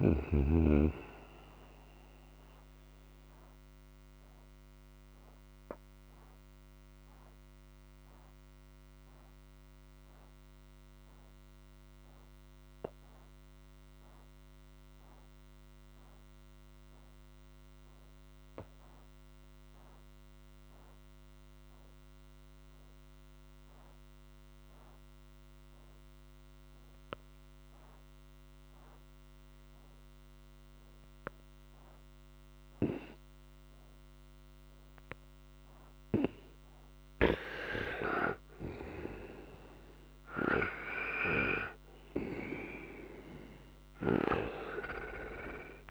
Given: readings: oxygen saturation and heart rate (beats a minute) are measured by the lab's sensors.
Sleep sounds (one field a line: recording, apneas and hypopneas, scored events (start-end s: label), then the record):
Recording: breathing in sleep by a microphone on the trachea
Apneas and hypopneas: 1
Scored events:
0.00-15.00 s: oxygen desaturation (device-marked, oxygen 88% lowest, heart rate 60 extreme)
3.00-34.50 s: obstructive apnea (oxygen 98% before, 88% lowest, heart rate 75 before, 60 extreme, up 4 after)
33.00-45.91 s: oxygen desaturation (device-marked, oxygen 98% before, 88% lowest, heart rate 61 before, 61 extreme)
37.00-41.00 s: arousal
From the record:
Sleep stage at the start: N2 (light sleep)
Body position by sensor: on the right side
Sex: male